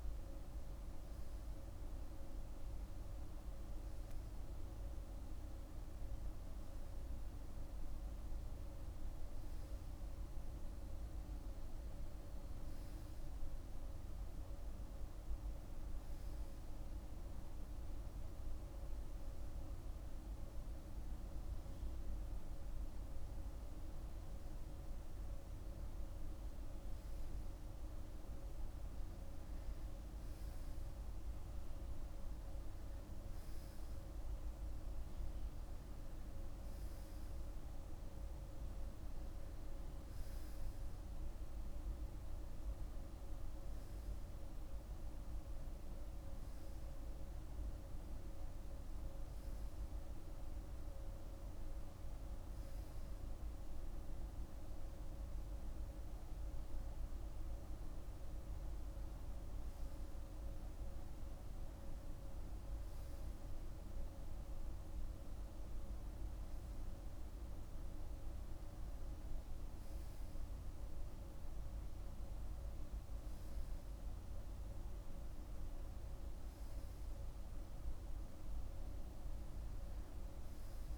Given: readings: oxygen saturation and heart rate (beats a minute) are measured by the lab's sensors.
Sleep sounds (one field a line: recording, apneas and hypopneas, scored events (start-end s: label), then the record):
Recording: breathing in sleep, hard to hear, by a room microphone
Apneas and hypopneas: none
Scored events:
none scored
From the record:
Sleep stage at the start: REM sleep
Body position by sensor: on the right side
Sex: male